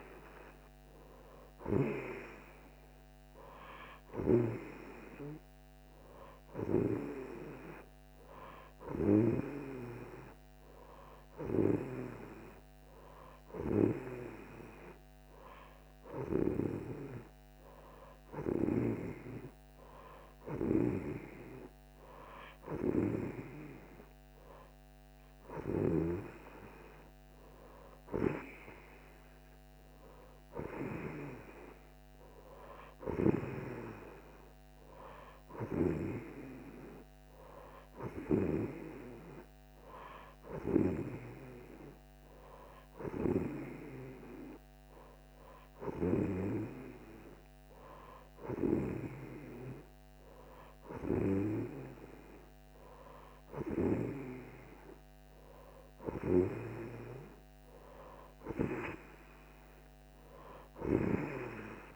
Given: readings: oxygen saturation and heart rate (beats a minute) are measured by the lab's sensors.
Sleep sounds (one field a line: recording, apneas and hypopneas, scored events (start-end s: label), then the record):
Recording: breathing in sleep by a microphone on the trachea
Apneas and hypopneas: 1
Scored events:
0.00-12.00 s: oxygen desaturation (device-marked, oxygen 89% lowest)
13.00-25.50 s: hypopnea (oxygen 93% before, 89% lowest, heart rate 102 before, 77 extreme, up 17 after)
26.50-30.00 s: arousal
From the record:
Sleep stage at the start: N2 (light sleep)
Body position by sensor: on the right side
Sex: female